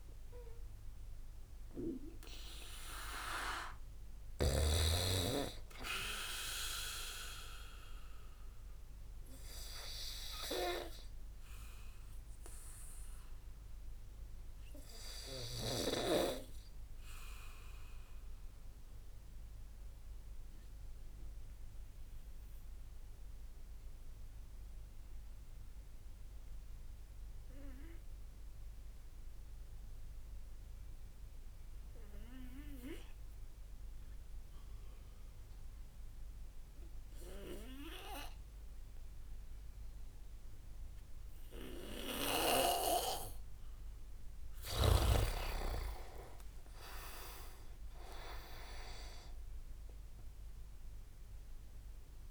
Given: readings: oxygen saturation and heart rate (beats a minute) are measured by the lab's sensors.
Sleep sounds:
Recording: breathing in sleep by a room microphone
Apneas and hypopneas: 1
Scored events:
0.00-10.00 s: oxygen desaturation (device-marked, oxygen 94% lowest)
9.00-43.50 s: obstructive apnea (oxygen 99% before, 92% lowest)
16.00-26.00 s: oxygen desaturation (device-marked, oxygen 96% before, 93% lowest)
44.00-52.31 s: oxygen desaturation (device-marked, oxygen 98% before, 94% lowest)
45.00-48.50 s: arousal
From the record:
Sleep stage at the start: N2 (light sleep)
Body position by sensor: on the back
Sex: male

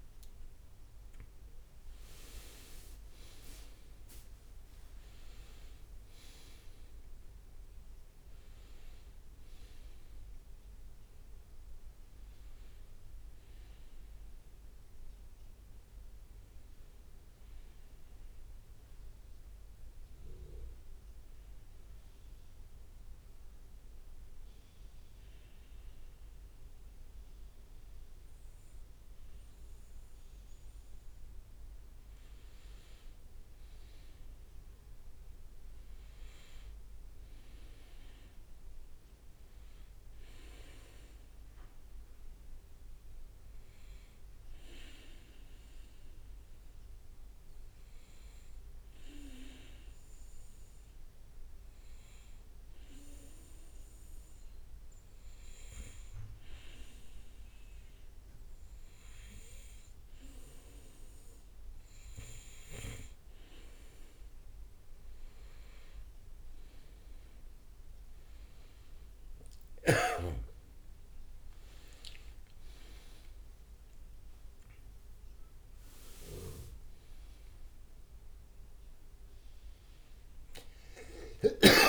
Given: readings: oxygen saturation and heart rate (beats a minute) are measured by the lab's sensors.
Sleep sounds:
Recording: breathing in sleep by a room microphone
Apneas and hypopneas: 2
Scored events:
0.00-3.50 s: arousal
2.00-7.00 s: leg movement (device-marked)
21.00-31.50 s: obstructive apnea (oxygen 98% before, 94% lowest, heart rate 71 before, 61 extreme, up 4 after)
35.00-39.50 s: arousal
36.50-50.50 s: oxygen desaturation (device-marked, oxygen 99% before, 94% lowest, heart rate 63 before, 64 extreme)
45.50-62.50 s: hypopnea (oxygen 99% before, 94% lowest, heart rate 63 before, 64 extreme, up 7 after)
64.50-68.50 s: arousal
69.50-70.50 s: leg movement (device-marked)
71.00-77.50 s: leg movement (device-marked)
79.50-81.89 s: new sleep stage, N1 (lightest sleep)
From the record:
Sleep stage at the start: N2 (light sleep)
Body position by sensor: on the back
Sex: male

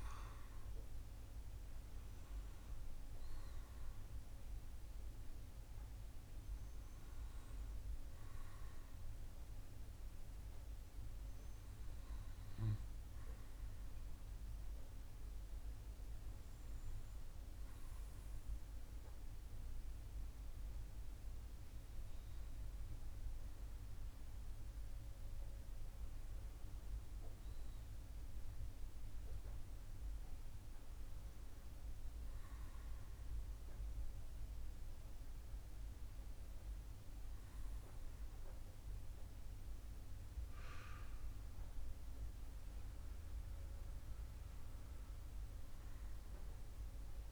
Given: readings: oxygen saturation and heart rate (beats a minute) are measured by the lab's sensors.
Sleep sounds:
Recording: breathing in sleep, hard to hear, by a room microphone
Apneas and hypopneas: 1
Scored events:
13.50-24.50 s: hypopnea (oxygen 97% before, 94% lowest, heart rate 133 before, 86 extreme, up 26 after)
28.00-31.00 s: arousal
From the record:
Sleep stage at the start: N2 (light sleep)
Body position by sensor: on the back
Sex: male

